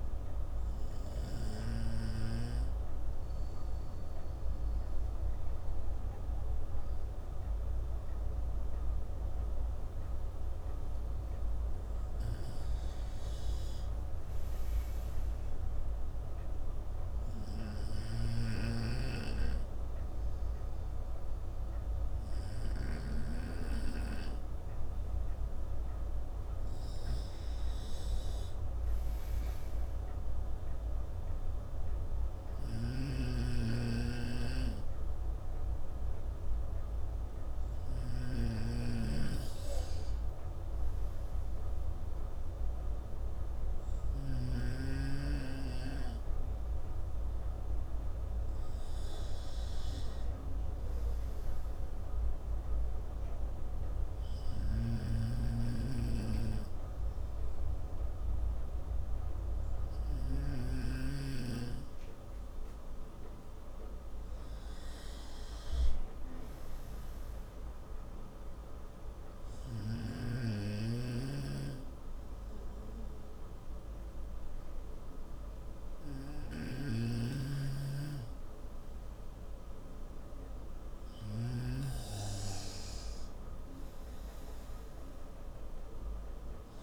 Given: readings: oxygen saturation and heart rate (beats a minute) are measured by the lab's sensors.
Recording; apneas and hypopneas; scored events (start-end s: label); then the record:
breathing in sleep by a room microphone; 2
1.00-13.50 s: obstructive apnea (oxygen 95% before, 91% lowest, heart rate 66 before, 66 extreme, up 3 after)
12.50-23.50 s: snoring (device-marked)
15.50-19.50 s: arousal
33.00-45.00 s: oxygen desaturation (device-marked, oxygen 94% before, 91% lowest, heart rate 69 before, 67 extreme)
33.00-45.00 s: snoring (device-marked)
46.00-50.00 s: arousal
52.50-64.00 s: obstructive apnea (oxygen 94% before, 92% lowest, heart rate 68 before, 67 extreme, up 3 after)
55.00-61.00 s: snoring (device-marked)
66.50-70.00 s: arousal
77.00-82.00 s: snoring (device-marked)
From the record:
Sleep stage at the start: N2 (light sleep); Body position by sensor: on the right side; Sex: male